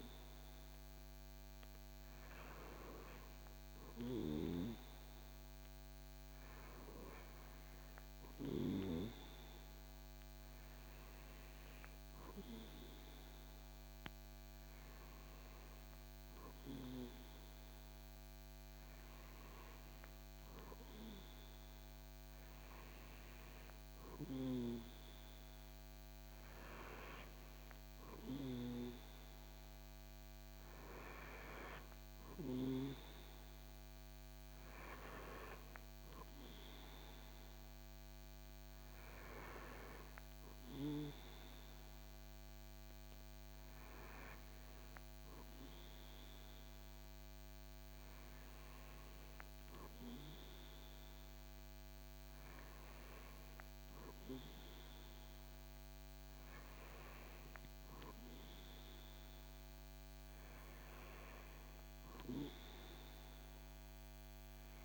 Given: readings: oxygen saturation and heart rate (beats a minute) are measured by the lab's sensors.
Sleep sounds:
breathing in sleep by a microphone on the trachea; none
none scored
From the record:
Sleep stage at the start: N2 (light sleep); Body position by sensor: on the back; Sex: male

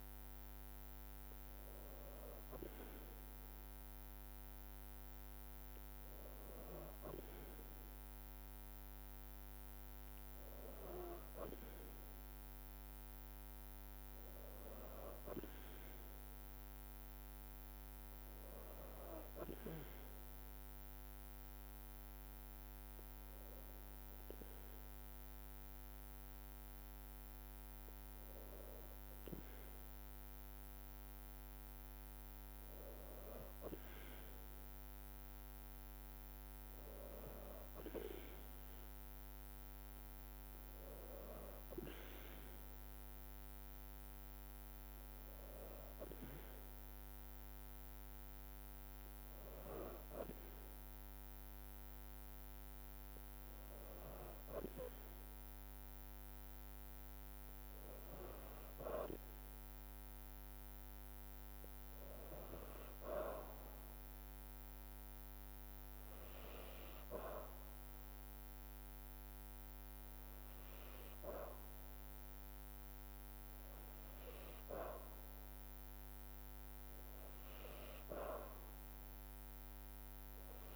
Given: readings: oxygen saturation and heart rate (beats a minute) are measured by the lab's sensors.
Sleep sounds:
breathing in sleep by a microphone on the trachea; 2
20.50-32.00 s: hypopnea (oxygen 98% before, 93% lowest, heart rate 56 before, 55 extreme, up 1 after)
26.00-38.00 s: drop in pulse transit time (device-marked, heart rate 56 before, 56 extreme)
33.50-38.00 s: arousal
65.00-76.50 s: hypopnea (oxygen 96% before, 92% lowest, heart rate 55 before, 56 extreme, up 1 after)
From the record:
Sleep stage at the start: N2 (light sleep); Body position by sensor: on the back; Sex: female

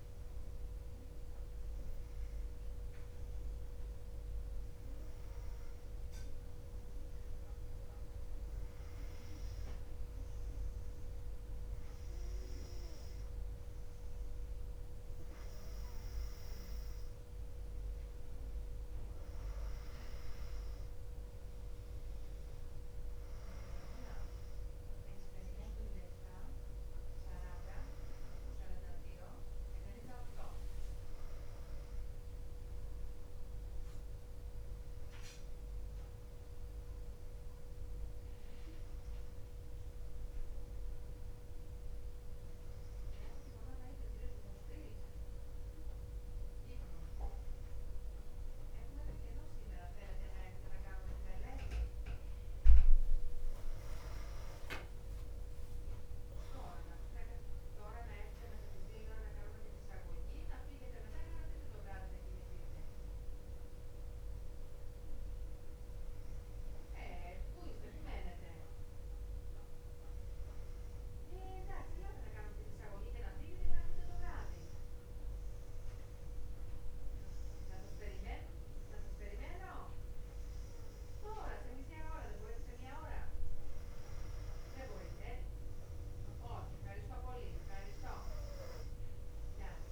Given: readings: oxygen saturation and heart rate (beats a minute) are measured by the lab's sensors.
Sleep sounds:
breathing in sleep by a room microphone; 3
3.00-14.50 s: hypopnea (oxygen 99% before, 95% lowest, heart rate 63 before, 60 extreme, up 1 after)
14.50-38.50 s: oxygen desaturation (device-marked, oxygen 98% before, 95% lowest, heart rate 60 before, 59 extreme)
16.50-21.00 s: arousal
28.50-89.92 s: new sleep stage, N2 (light sleep)
41.00-53.00 s: hypopnea (oxygen 98% before, 95% lowest, heart rate 60 before, 59 extreme, up 7 after)
57.50-61.50 s: arousal
71.00-81.50 s: hypopnea (oxygen 99% before, 95% lowest, heart rate 62 before, 58 extreme, up 1 after)
From the record:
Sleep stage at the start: N1 (lightest sleep); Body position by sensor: on the back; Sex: female

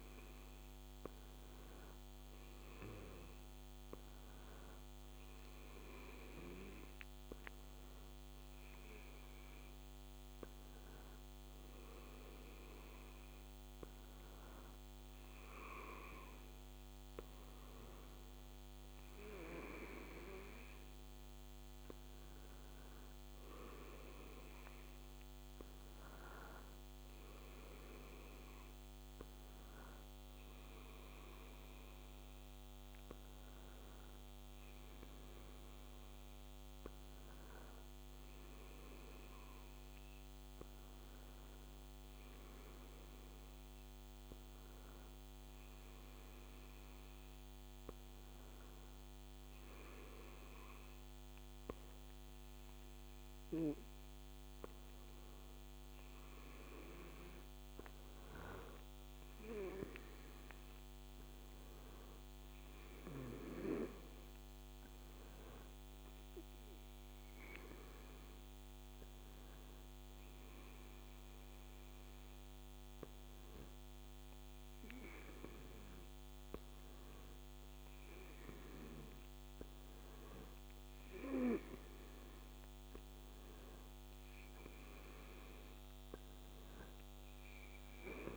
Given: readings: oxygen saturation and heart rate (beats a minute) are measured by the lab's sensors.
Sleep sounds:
breathing in sleep by a microphone on the trachea; 1
45.50-56.50 s: hypopnea (oxygen 94% before, 91% lowest, heart rate 85 before, 82 extreme, up 2 after)
59.50-62.50 s: arousal
63.50-77.50 s: oxygen desaturation (device-marked, oxygen 94% before, 91% lowest, heart rate 84 before, 84 extreme)
From the record:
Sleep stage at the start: N2 (light sleep); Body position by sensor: on the back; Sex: male

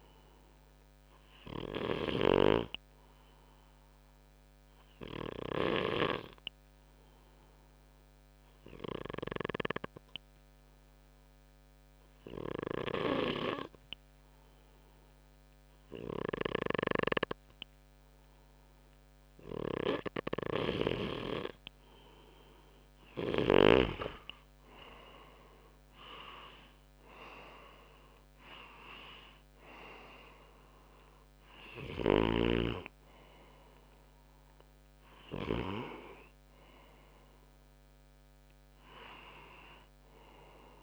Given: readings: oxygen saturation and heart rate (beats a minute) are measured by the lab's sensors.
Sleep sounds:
breathing in sleep by a microphone on the trachea; 1
0.00-1.50 s: snoring (device-marked)
5.00-18.50 s: obstructive apnea (oxygen 97% before, 94% lowest, heart rate 71 before, 63 extreme, up 6 after)
12.00-23.00 s: snoring (device-marked)
24.50-28.00 s: arousal
From the record:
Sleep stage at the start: N2 (light sleep); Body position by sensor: on the front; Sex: male

